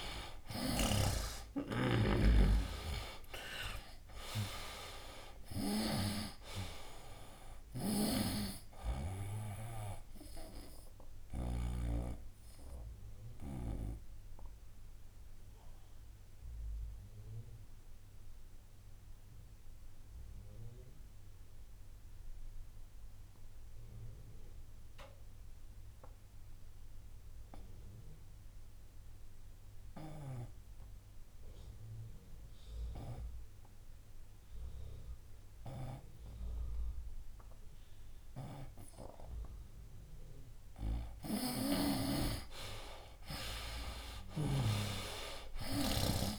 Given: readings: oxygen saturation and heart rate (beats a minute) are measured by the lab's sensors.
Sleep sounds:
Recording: breathing in sleep by a room microphone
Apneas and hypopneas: 1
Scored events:
0.00-11.50 s: snoring (device-marked)
0.50-4.50 s: arousal
1.50-31.50 s: oxygen desaturation (device-marked, oxygen 97% before, 80% lowest, heart rate 66 before, 65 extreme)
11.50-40.50 s: obstructive apnea (oxygen 97% before, 80% lowest, heart rate 74 before, 65 extreme, up 10 after)
37.50-46.39 s: oxygen desaturation (device-marked, oxygen 97% before, 80% lowest, heart rate 66 before, 65 extreme)
41.00-46.39 s: snoring (device-marked)
43.00-46.39 s: arousal
From the record:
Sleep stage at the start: N2 (light sleep)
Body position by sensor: on the right side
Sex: male

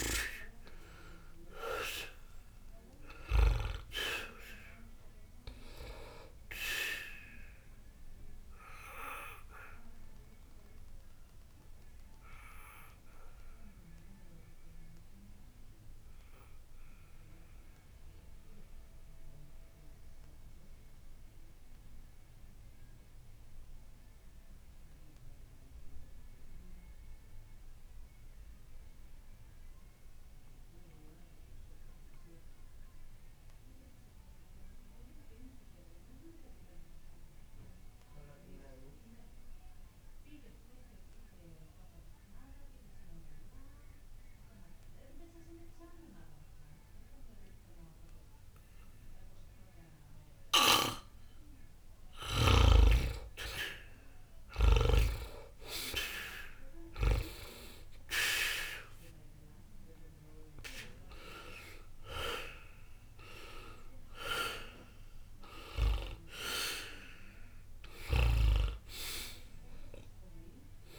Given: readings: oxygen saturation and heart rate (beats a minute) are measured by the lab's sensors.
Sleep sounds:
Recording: breathing in sleep by a room microphone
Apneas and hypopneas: 1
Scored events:
0.00-29.50 s: oxygen desaturation (device-marked, oxygen 80% lowest, heart rate 59 extreme)
9.00-52.00 s: mixed apnea (oxygen 98% before, 75% lowest, heart rate 61 before, 59 extreme, up 3 after)
49.50-70.98 s: oxygen desaturation (device-marked, oxygen 98% before, 75% lowest, heart rate 60 before, 59 extreme)
54.50-59.00 s: arousal
From the record:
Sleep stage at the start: N2 (light sleep)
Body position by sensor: on the back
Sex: male

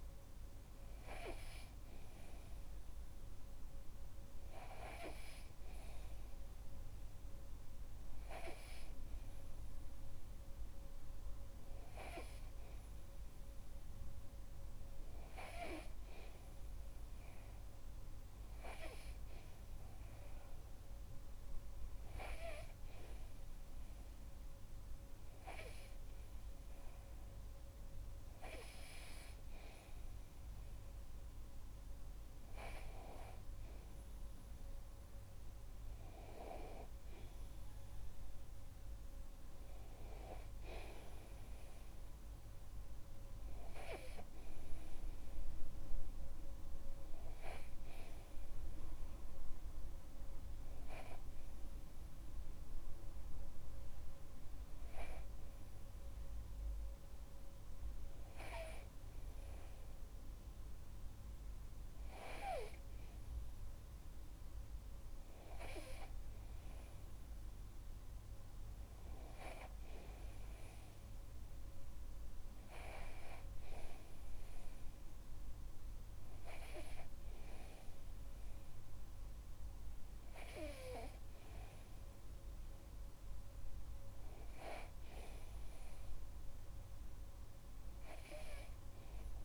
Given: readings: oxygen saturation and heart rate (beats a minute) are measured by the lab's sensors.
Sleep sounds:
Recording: breathing in sleep by a room microphone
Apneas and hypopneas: none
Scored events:
33.50-38.00 s: arousal
From the record:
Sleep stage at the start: N2 (light sleep)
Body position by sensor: on the back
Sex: male

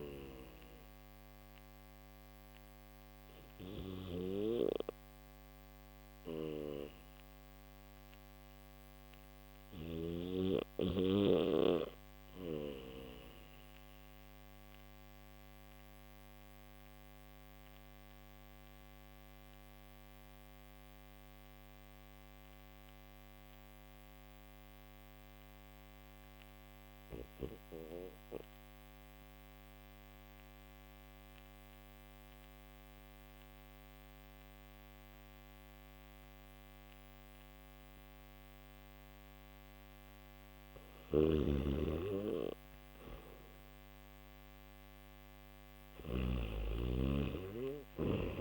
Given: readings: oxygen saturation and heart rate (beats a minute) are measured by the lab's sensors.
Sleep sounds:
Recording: breathing in sleep by a microphone on the trachea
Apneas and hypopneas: none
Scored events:
40.50-45.50 s: snoring (device-marked)
From the record:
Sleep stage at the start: N1 (lightest sleep)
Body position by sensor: on the back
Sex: male

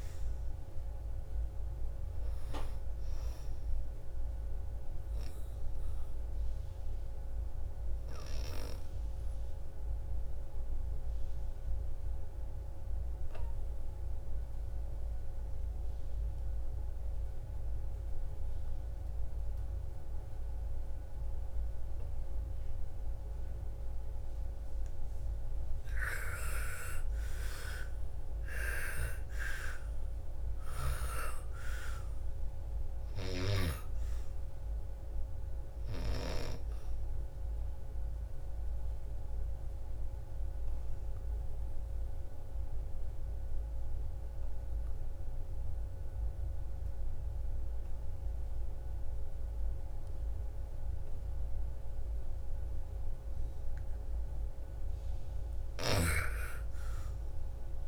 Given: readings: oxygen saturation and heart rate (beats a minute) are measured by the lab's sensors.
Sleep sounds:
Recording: breathing in sleep by a room microphone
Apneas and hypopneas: 2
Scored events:
0.00-9.50 s: oxygen desaturation (device-marked, oxygen 85% lowest, heart rate 56 extreme)
3.50-24.50 s: obstructive apnea (oxygen 99% before, 84% lowest, heart rate 64 before, 56 extreme, up 15 after)
24.50-45.50 s: oxygen desaturation (device-marked, oxygen 99% before, 84% lowest, heart rate 59 before, 57 extreme)
26.50-31.00 s: arousal
36.50-53.50 s: obstructive apnea (oxygen 99% before, 84% lowest, heart rate 64 before, 55 extreme, up 10 after)
54.50-57.88 s: arousal
From the record:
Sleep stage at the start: N2 (light sleep)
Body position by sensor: on the back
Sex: female

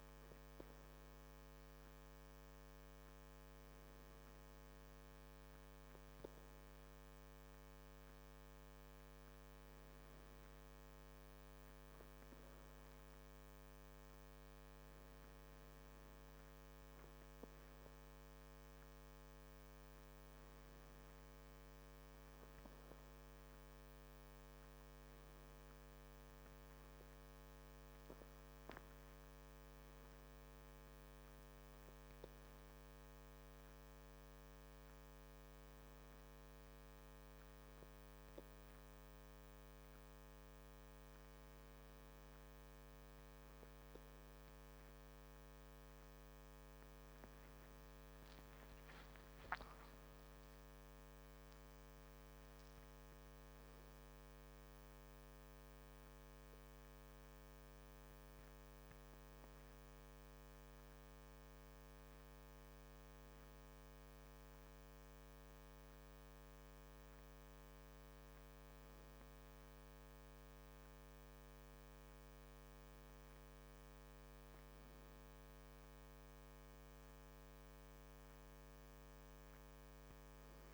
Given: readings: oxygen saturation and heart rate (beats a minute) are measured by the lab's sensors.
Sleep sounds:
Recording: breathing in sleep, hard to hear, by a microphone on the trachea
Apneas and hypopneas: none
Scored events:
48.50-52.00 s: arousal
From the record:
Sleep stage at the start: N2 (light sleep)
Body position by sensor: on the back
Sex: male

